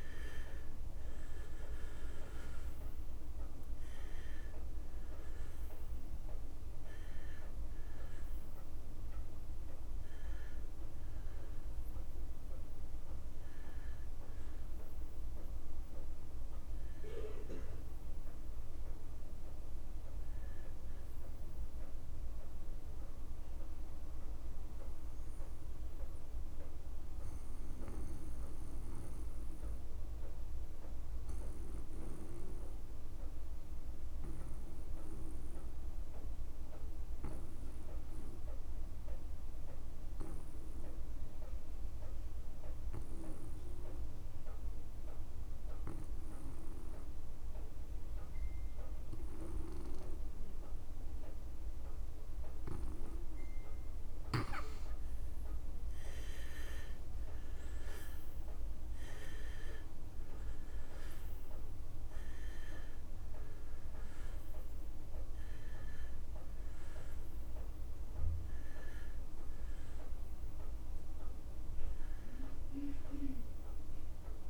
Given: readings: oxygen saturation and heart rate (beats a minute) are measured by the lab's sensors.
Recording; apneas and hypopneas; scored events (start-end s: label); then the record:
breathing in sleep by a room microphone; 1
0.00-2.00 s: arousal
0.00-33.00 s: oxygen desaturation (device-marked, oxygen 74% lowest)
26.00-53.00 s: obstructive apnea (oxygen 82% before, 75% lowest)
47.00-74.50 s: oxygen desaturation (device-marked, oxygen 99% before, 79% lowest)
56.50-60.50 s: arousal
From the record:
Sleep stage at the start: N2 (light sleep); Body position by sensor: on the back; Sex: male